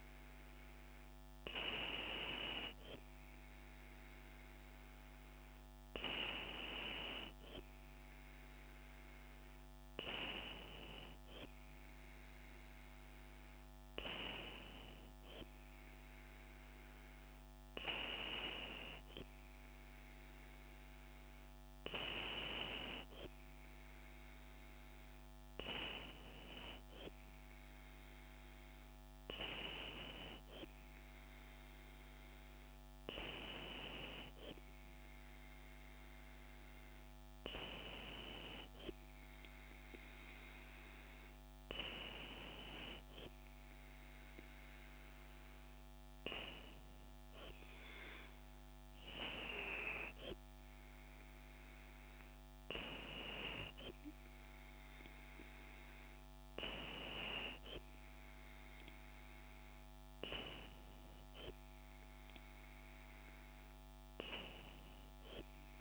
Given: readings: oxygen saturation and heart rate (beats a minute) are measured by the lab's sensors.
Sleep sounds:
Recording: breathing in sleep by a microphone on the trachea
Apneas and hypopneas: none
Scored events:
none scored
From the record:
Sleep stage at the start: N2 (light sleep)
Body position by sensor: on the back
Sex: female

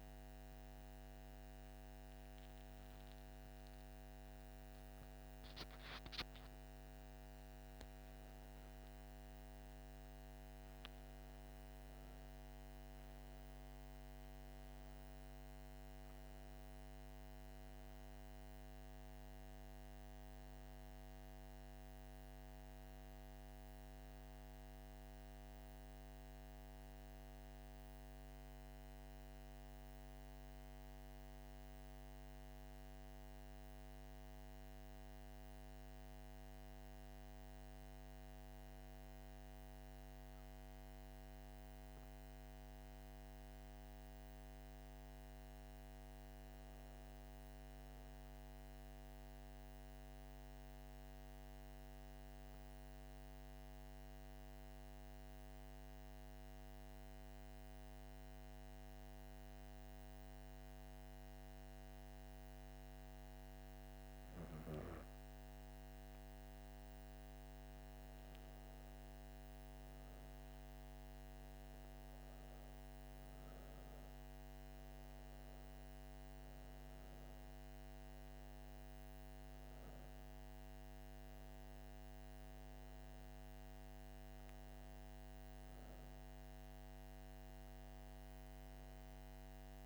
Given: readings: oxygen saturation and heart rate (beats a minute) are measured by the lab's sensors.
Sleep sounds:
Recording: breathing in sleep, hard to hear, by a microphone on the trachea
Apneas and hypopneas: 1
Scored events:
0.00-12.50 s: oxygen desaturation (device-marked, oxygen 90% lowest)
15.50-89.86 s: new sleep stage, N2 (light sleep)
42.50-47.00 s: arousal
53.00-64.00 s: central apnea (oxygen 97% before, 91% lowest)
65.50-87.50 s: oxygen desaturation (device-marked, oxygen 95% before, 91% lowest)
66.50-69.50 s: arousal
85.50-89.50 s: arousal
From the record:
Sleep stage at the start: N1 (lightest sleep)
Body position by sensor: on the back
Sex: female

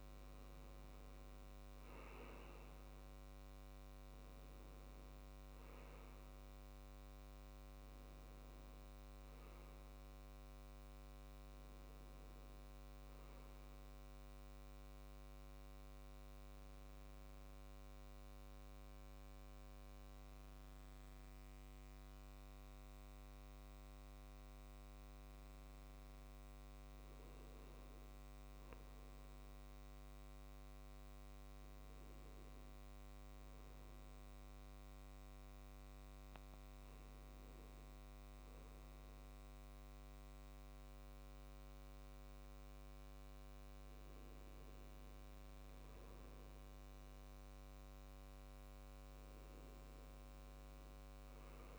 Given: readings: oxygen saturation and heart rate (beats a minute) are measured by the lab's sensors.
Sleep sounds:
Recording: breathing in sleep, hard to hear, by a microphone on the trachea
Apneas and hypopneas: 1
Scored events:
0.00-28.00 s: oxygen desaturation (device-marked, oxygen 96% before, 90% lowest, heart rate 67 before, 65 extreme)
16.50-26.50 s: obstructive apnea (oxygen 96% before, 90% lowest, heart rate 68 before, 65 extreme, up 3 after)
29.50-32.00 s: arousal
From the record:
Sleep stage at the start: N2 (light sleep)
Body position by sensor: on the back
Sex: male

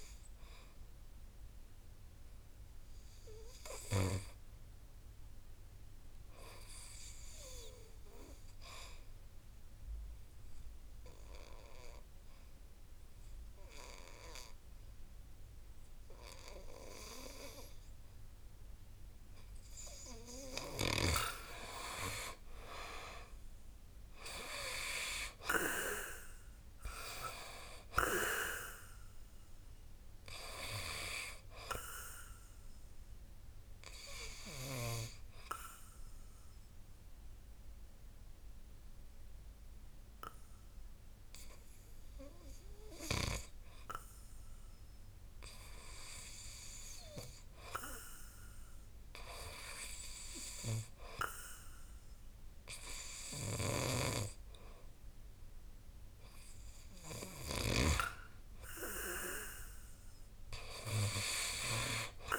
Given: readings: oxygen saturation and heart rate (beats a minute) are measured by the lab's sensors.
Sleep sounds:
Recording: breathing in sleep by a room microphone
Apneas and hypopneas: 2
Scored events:
8.50-20.50 s: obstructive apnea (oxygen 90% before, 78% lowest, heart rate 67 before, 54 extreme, up 8 after)
14.00-49.00 s: oxygen desaturation (device-marked, oxygen 92% before, 78% lowest, heart rate 65 before, 54 extreme)
22.50-26.00 s: arousal
33.50-44.50 s: obstructive apnea (oxygen 92% before, 78% lowest, heart rate 63 before, 63 extreme, up 9 after)
50.00-53.00 s: arousal
53.50-58.00 s: snoring (device-marked)
55.00-62.39 s: oxygen desaturation (device-marked, oxygen 95% before, 84% lowest, heart rate 65 before, 61 extreme)
From the record:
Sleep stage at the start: N2 (light sleep)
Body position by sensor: on the back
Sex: male

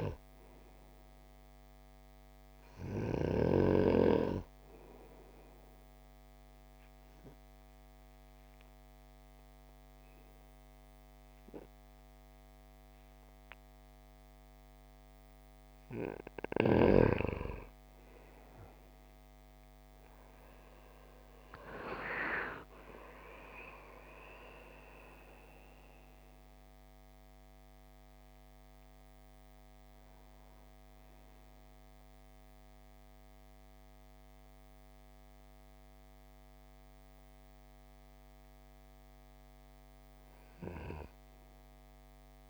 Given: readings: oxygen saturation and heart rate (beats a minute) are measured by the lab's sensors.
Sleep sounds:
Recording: breathing in sleep by a microphone on the trachea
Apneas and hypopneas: 1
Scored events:
0.00-15.00 s: oxygen desaturation (device-marked, oxygen 89% lowest)
2.00-15.00 s: obstructive apnea (oxygen 94% before, 89% lowest)
20.00-25.00 s: arousal
26.00-42.49 s: oxygen desaturation (device-marked, oxygen 94% before, 90% lowest)
From the record:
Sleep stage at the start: N2 (light sleep)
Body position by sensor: on the right side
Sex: male

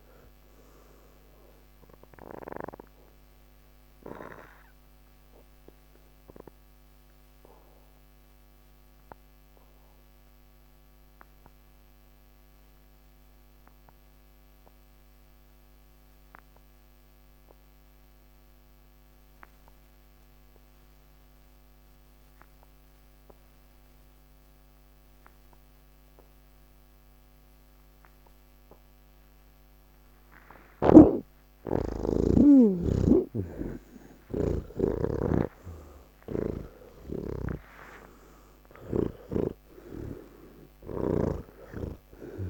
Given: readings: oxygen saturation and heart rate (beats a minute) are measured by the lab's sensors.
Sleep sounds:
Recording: breathing in sleep by a microphone on the trachea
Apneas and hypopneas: 1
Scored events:
0.00-17.00 s: oxygen desaturation (device-marked, oxygen 78% lowest, heart rate 30 extreme)
2.50-30.50 s: obstructive apnea (oxygen 98% before, 78% lowest, heart rate 102 before, 59 extreme, up 15 after)
30.00-42.50 s: oxygen desaturation (device-marked, oxygen 98% before, 81% lowest)
35.50-39.50 s: snoring (device-marked)
From the record:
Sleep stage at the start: N1 (lightest sleep)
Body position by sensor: on the back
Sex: male

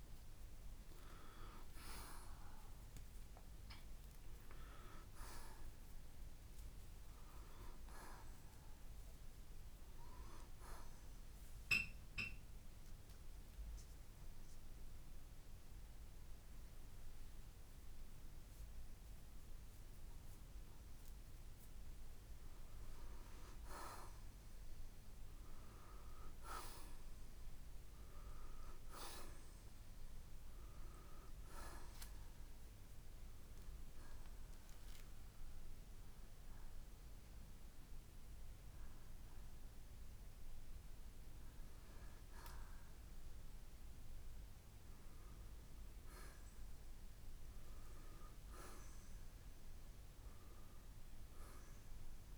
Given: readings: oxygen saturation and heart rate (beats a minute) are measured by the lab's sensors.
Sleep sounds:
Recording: breathing in sleep by a room microphone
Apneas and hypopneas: 1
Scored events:
1.00-5.00 s: arousal
27.00-30.00 s: arousal
32.00-43.50 s: hypopnea (oxygen 92% before, 87% lowest, heart rate 65 before, 63 extreme, up 7 after)
35.00-49.00 s: oxygen desaturation (device-marked, oxygen 92% before, 87% lowest, heart rate 64 before, 63 extreme)
49.00-52.38 s: arousal
From the record:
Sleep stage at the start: N2 (light sleep)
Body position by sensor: on the right side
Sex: male

